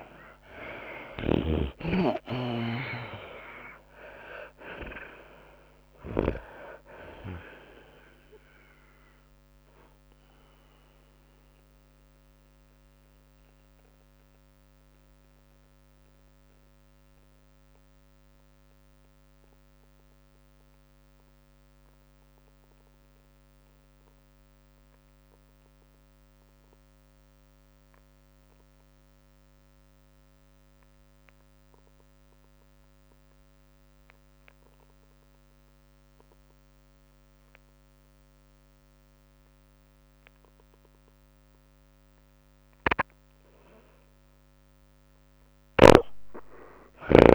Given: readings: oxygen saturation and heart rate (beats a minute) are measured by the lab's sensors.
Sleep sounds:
breathing in sleep by a microphone on the trachea; 1
0.00-1.50 s: arousal
0.00-14.00 s: tachycardia (device-marked, heart rate 110 extreme)
0.00-24.00 s: oxygen desaturation (device-marked, oxygen 80% lowest, heart rate 94 extreme)
3.00-18.00 s: drop in pulse transit time (device-marked, heart rate 102 before, 97 extreme)
11.00-42.50 s: mixed apnea (oxygen 98% before, 75% lowest, heart rate 104 before, 94 extreme, up 3 after)
16.00-18.00 s: long interval between heartbeats (device-marked, heart rate 107 before, 97 extreme)
20.00-28.00 s: tachycardia (device-marked, heart rate 104 before, 103 extreme)
34.00-47.35 s: oxygen desaturation (device-marked, oxygen 100% before, 75% lowest, heart rate 100 before, 91 extreme)
45.00-47.35 s: tachycardia (device-marked, heart rate 104 before, 111 extreme)
From the record:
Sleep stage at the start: N2 (light sleep); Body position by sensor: on the back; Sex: female

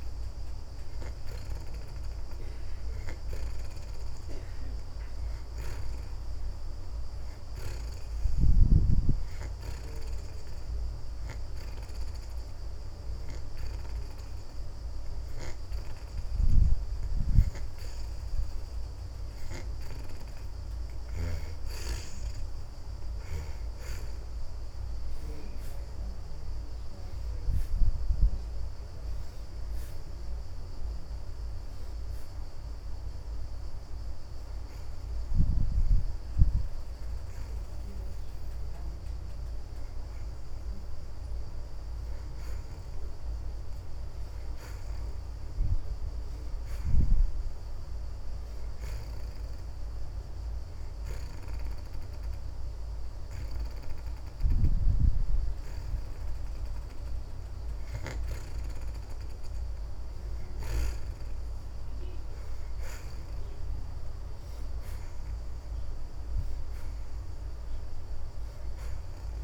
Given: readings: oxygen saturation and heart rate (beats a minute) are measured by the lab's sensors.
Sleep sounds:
breathing in sleep by a room microphone; 2
0.00-13.50 s: oxygen desaturation (device-marked, oxygen 64% lowest)
10.50-21.50 s: hypopnea (oxygen 71% before, 57% lowest)
18.50-57.50 s: oxygen desaturation (device-marked, oxygen 74% before, 57% lowest)
22.50-27.00 s: arousal
51.00-62.00 s: hypopnea (oxygen 68% before, 58% lowest)
64.00-67.50 s: arousal
From the record:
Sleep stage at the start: N2 (light sleep); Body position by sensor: on the back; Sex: female

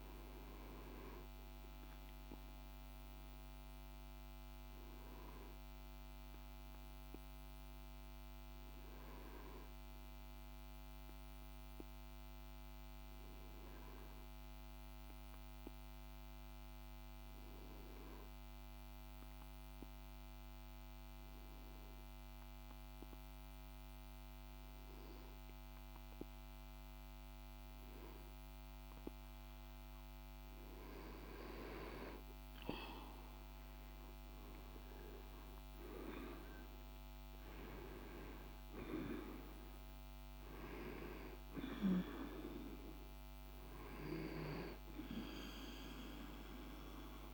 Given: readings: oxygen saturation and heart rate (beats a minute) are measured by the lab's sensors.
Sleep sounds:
breathing in sleep by a microphone on the trachea; 1
0.00-4.00 s: oxygen desaturation (device-marked, oxygen 95% lowest, heart rate 49 extreme)
2.50-29.50 s: obstructive apnea (oxygen 98% before, 93% lowest, heart rate 51 before, 49 extreme, up 4 after)
26.00-47.34 s: oxygen desaturation (device-marked, oxygen 98% before, 93% lowest, heart rate 50 before, 50 extreme)
33.50-37.00 s: arousal
From the record:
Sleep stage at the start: N2 (light sleep); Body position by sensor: on the back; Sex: male

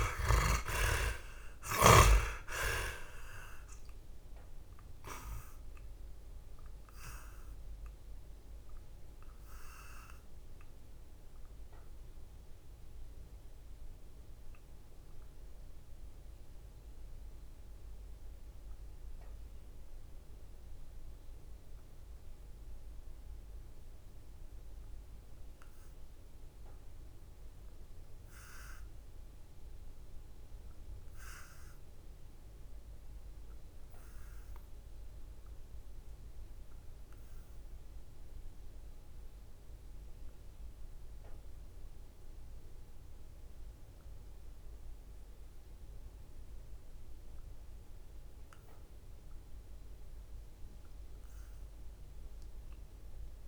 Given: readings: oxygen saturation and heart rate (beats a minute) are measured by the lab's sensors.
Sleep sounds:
breathing in sleep by a room microphone; 1
0.00-1.50 s: arousal
0.00-27.50 s: oxygen desaturation (device-marked, oxygen 56% lowest, heart rate 64 extreme)
5.50-48.50 s: obstructive apnea (oxygen 86% before, 54% lowest, heart rate 76 before, 64 extreme, up 6 after)
38.50-53.48 s: oxygen desaturation (device-marked, oxygen 94% before, 54% lowest, heart rate 66 before, 63 extreme)
From the record:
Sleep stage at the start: N2 (light sleep); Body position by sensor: on the back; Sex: male

